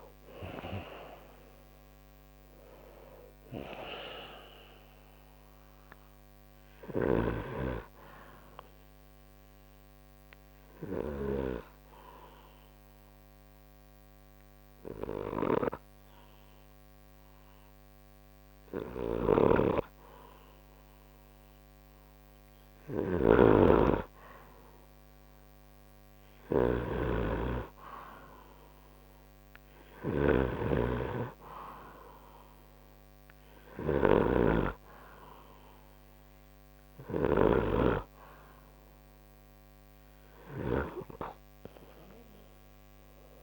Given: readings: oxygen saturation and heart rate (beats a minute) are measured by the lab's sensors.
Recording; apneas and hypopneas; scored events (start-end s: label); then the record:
breathing in sleep by a microphone on the trachea; 1
0.00-23.00 s: oxygen desaturation (device-marked, oxygen 90% lowest)
7.00-41.00 s: snoring (device-marked)
9.50-25.50 s: hypopnea (oxygen 94% before, 90% lowest)
27.00-31.00 s: arousal
32.00-43.43 s: oxygen desaturation (device-marked, oxygen 96% before, 93% lowest)
From the record:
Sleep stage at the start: N2 (light sleep); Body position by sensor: on the right side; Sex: male